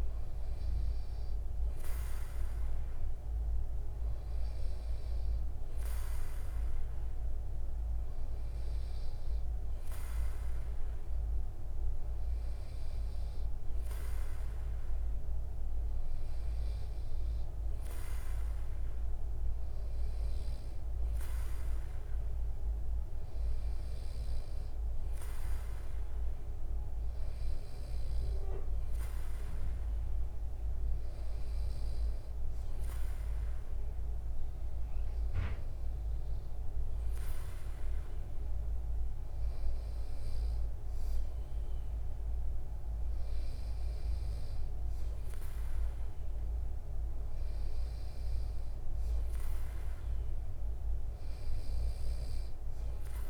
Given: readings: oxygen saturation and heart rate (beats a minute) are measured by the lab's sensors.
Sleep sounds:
breathing in sleep, hard to hear, by a room microphone; none
none scored
From the record:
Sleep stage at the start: N2 (light sleep); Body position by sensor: on the back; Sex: male

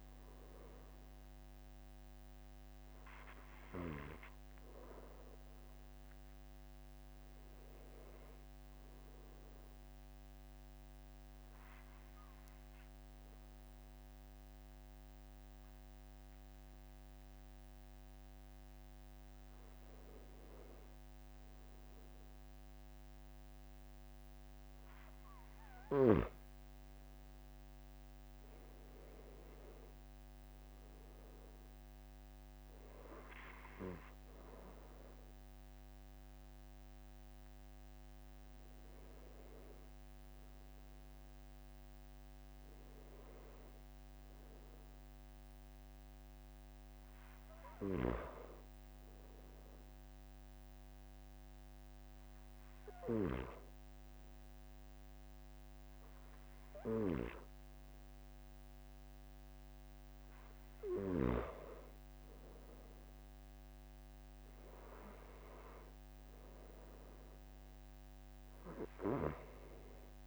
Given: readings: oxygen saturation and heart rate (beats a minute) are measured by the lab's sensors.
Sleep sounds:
breathing in sleep by a microphone on the trachea; 2
0.00-19.50 s: oxygen desaturation (device-marked, oxygen 93% lowest, heart rate 43 extreme)
9.00-19.50 s: obstructive apnea (oxygen 96% before, 93% lowest, heart rate 46 before, 43 extreme, up 2 after)
23.00-28.50 s: arousal
49.50-61.50 s: obstructive apnea (oxygen 97% before, 93% lowest, heart rate 46 before, 45 extreme, up 3 after)
64.50-68.50 s: arousal
From the record:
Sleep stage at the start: N1 (lightest sleep); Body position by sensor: on the back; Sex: male

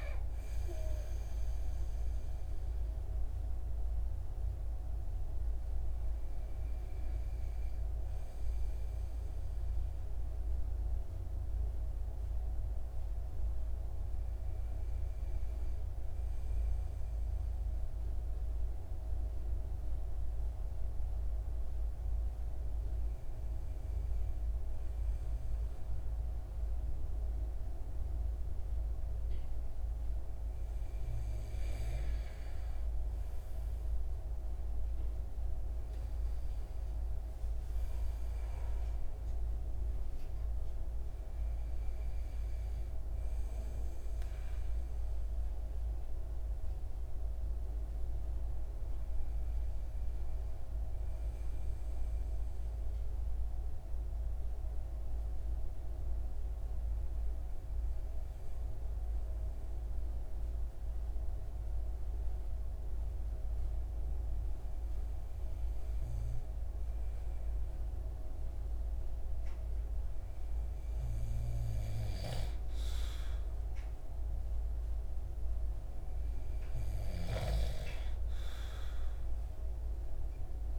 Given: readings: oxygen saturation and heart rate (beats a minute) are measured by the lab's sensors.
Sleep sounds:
breathing in sleep, hard to hear, by a room microphone; 2
0.00-6.00 s: oxygen desaturation (device-marked, oxygen 93% lowest)
8.00-28.00 s: hypopnea (oxygen 97% before, 93% lowest)
31.00-34.50 s: arousal
47.00-65.50 s: hypopnea (oxygen 96% before, 93% lowest)
68.50-72.00 s: arousal
From the record:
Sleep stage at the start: N2 (light sleep); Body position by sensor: on the right side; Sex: male

